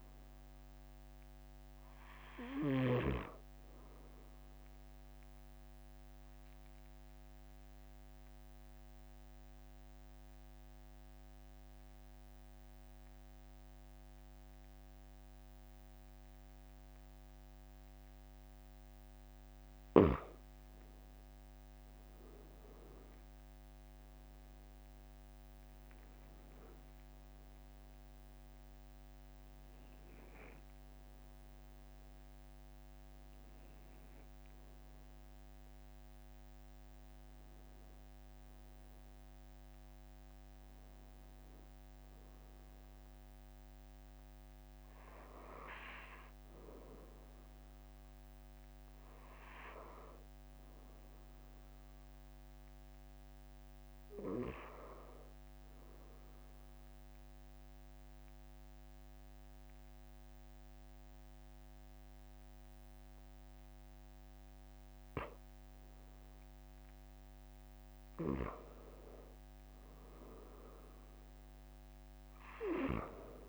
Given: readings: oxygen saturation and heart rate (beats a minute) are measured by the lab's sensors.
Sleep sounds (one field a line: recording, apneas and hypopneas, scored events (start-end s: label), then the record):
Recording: breathing in sleep by a microphone on the trachea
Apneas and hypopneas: 2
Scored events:
5.00-18.50 s: obstructive apnea (oxygen 94% before, 90% lowest, heart rate 46 before, 44 extreme, up 2 after)
20.50-25.00 s: arousal
27.50-54.50 s: oxygen desaturation (device-marked, oxygen 94% before, 90% lowest, heart rate 46 before, 42 extreme)
56.50-68.50 s: mixed apnea (oxygen 96% before, 93% lowest, heart rate 44 before, 43 extreme, up 3 after)
71.50-73.49 s: arousal
From the record:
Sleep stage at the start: N2 (light sleep)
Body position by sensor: on the back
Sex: male